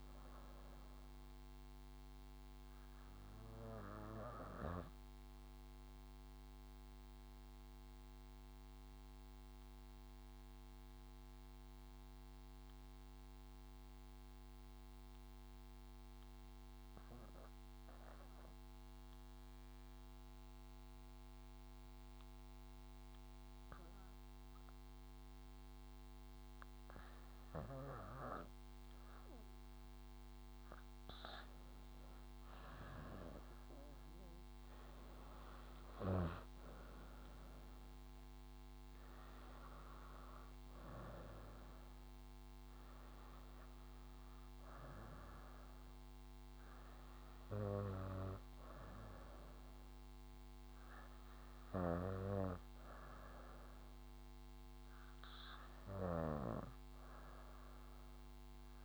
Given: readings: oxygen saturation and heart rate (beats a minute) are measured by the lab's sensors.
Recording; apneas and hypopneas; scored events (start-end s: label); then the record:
breathing in sleep by a microphone on the trachea; 1
6.50-27.50 s: obstructive apnea (oxygen 97% before, 85% lowest, heart rate 66 before, 61 extreme, up 3 after)
26.50-47.50 s: oxygen desaturation (device-marked, oxygen 96% before, 87% lowest, heart rate 64 before, 63 extreme)
29.50-33.00 s: arousal
49.50-56.50 s: oxygen desaturation (device-marked, oxygen 91% before, 85% lowest, heart rate 71 before, 63 extreme)
52.00-58.85 s: snoring (device-marked)
From the record:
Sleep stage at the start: N2 (light sleep); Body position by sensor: on the back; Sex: female